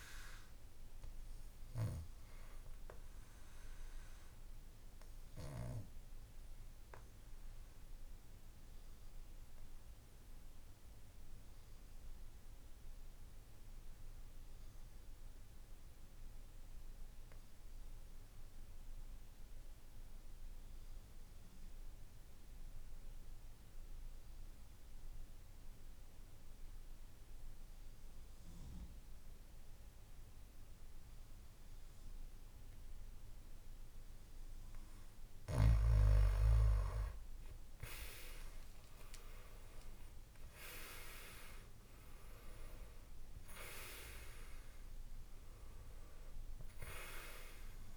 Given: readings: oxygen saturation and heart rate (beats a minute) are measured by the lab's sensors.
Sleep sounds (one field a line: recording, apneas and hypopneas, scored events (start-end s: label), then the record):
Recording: breathing in sleep by a room microphone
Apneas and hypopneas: 1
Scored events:
0.00-14.00 s: oxygen desaturation (device-marked, oxygen 87% lowest, heart rate 53 extreme)
2.00-35.00 s: obstructive apnea (oxygen 98% before, 87% lowest, heart rate 59 before, 53 extreme, up 10 after)
38.00-42.00 s: arousal
43.00-47.97 s: oxygen desaturation (device-marked, oxygen 96% before, 87% lowest, heart rate 56 before, 54 extreme)
From the record:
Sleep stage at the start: N2 (light sleep)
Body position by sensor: on the back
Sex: male